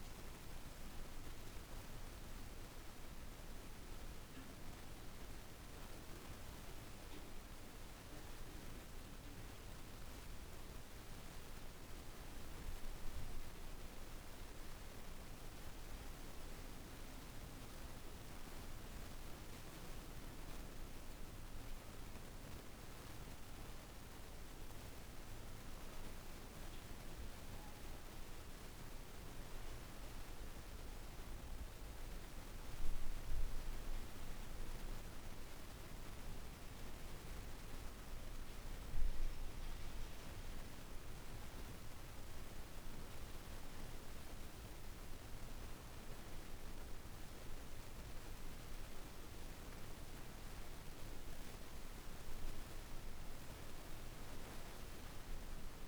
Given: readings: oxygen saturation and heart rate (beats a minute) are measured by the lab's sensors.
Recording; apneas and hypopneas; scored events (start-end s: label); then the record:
breathing in sleep, hard to hear, by a room microphone; none
none scored
From the record:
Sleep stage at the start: N2 (light sleep); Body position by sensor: on the right side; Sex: female